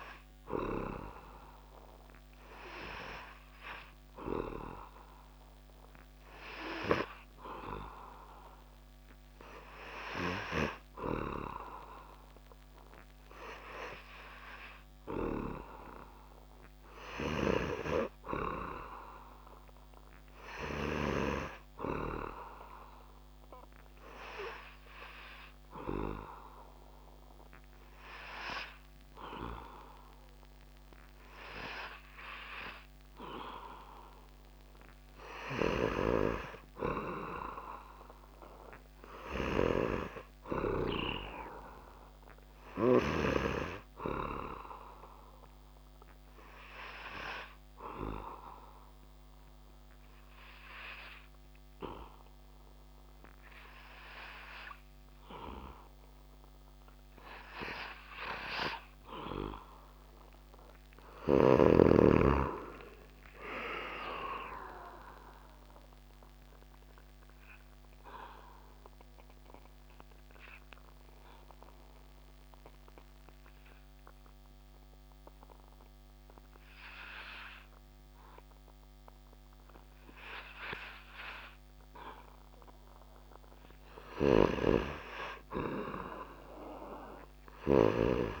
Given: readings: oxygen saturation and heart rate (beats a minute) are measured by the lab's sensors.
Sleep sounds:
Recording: breathing in sleep by a microphone on the trachea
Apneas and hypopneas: 3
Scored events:
18.00-20.50 s: arousal
23.50-34.50 s: obstructive apnea (oxygen 99% before, 95% lowest)
35.50-39.50 s: arousal
35.50-88.40 s: new sleep stage, N2 (light sleep)
45.00-59.50 s: obstructive apnea (oxygen 98% before, 95% lowest)
62.00-65.00 s: arousal
67.00-83.50 s: obstructive apnea (oxygen 98% before, 95% lowest)
85.00-88.00 s: arousal
From the record:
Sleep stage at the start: N3 (deep sleep)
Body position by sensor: on the back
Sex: male

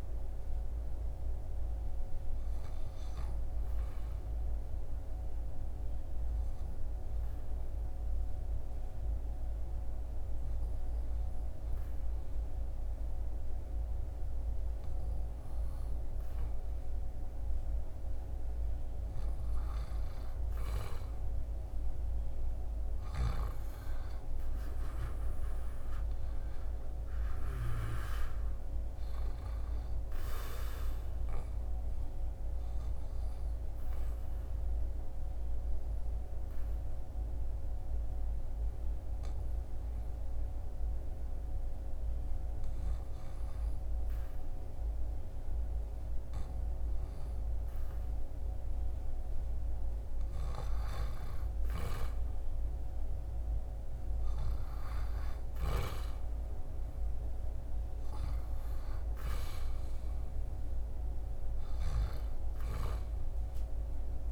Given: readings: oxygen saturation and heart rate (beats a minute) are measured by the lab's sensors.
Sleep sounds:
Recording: breathing in sleep, hard to hear, by a room microphone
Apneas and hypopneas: 2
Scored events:
1.00-17.00 s: obstructive apnea (oxygen 98% before, 95% lowest, heart rate 77 before, 70 extreme, up 8 after)
18.00-23.00 s: arousal
31.50-47.50 s: obstructive apnea (oxygen 99% before, 95% lowest, heart rate 77 before, 72 extreme, up 2 after)
48.50-53.00 s: arousal
From the record:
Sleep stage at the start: N2 (light sleep)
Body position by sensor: on the back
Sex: male

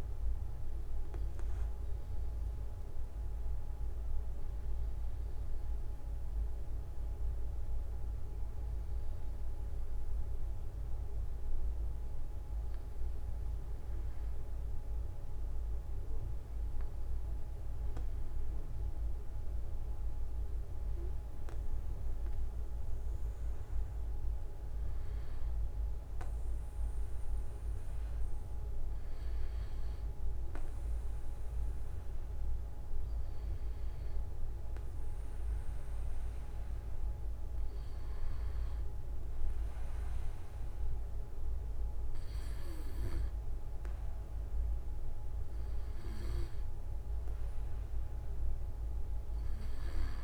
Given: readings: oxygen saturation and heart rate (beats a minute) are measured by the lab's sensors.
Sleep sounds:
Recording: breathing in sleep, hard to hear, by a room microphone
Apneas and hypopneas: none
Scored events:
19.50-21.50 s: long interval between heartbeats (device-marked)
37.00-39.00 s: long interval between heartbeats (device-marked)
45.50-47.50 s: long interval between heartbeats (device-marked)
From the record:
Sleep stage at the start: N2 (light sleep)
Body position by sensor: on the back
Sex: male

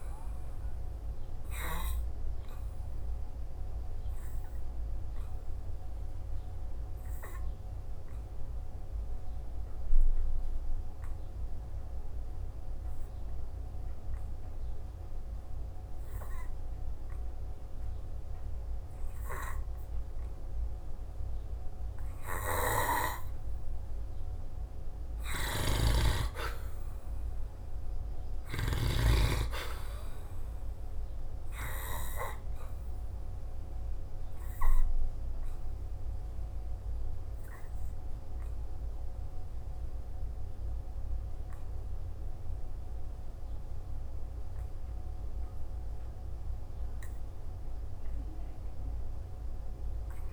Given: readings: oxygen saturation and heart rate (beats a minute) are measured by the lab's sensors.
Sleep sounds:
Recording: breathing in sleep by a room microphone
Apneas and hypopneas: 2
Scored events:
0.00-1.00 s: arousal
5.50-18.00 s: hypopnea (oxygen 96% before, 88% lowest, heart rate 56 before, 52 extreme, up 0 after)
19.00-36.00 s: oxygen desaturation (device-marked, oxygen 97% before, 89% lowest, heart rate 57 before, 50 extreme)
19.50-22.50 s: arousal
33.00-43.00 s: obstructive apnea (oxygen 97% before, 88% lowest, heart rate 55 before, 50 extreme, up 3 after)
45.00-50.33 s: oxygen desaturation (device-marked, oxygen 95% before, 88% lowest, heart rate 56 before, 50 extreme)
46.00-49.00 s: arousal
From the record:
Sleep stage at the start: N2 (light sleep)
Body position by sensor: on the back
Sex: male

